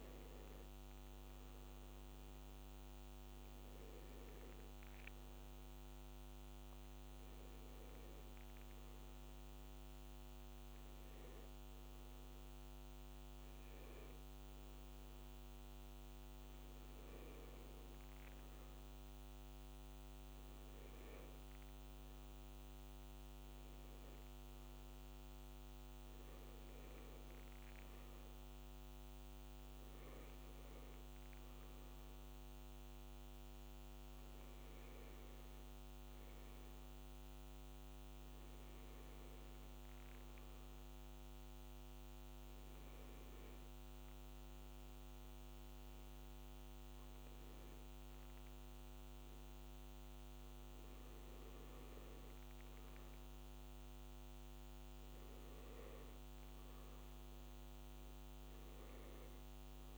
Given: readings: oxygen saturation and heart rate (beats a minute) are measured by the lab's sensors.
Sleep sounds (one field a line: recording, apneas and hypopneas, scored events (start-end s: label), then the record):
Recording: a person awake in a sleep study, hard to hear, by a microphone on the trachea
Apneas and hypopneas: none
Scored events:
none scored
From the record:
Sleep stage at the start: awake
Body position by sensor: on the back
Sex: male